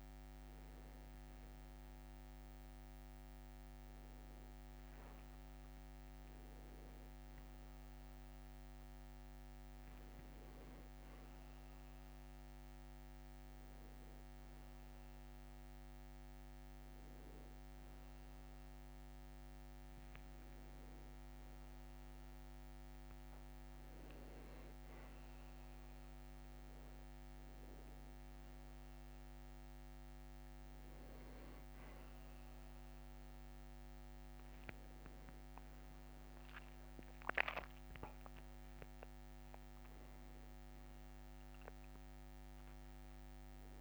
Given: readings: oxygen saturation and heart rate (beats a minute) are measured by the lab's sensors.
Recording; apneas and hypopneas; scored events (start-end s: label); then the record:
a person awake in a sleep study, hard to hear, by a microphone on the trachea; none
0.00-1.50 s: long interval between heartbeats (device-marked, heart rate 94 extreme)
2.00-4.00 s: long interval between heartbeats (device-marked, heart rate 75 before, 103 extreme)
From the record:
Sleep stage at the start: awake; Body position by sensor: on the back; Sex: male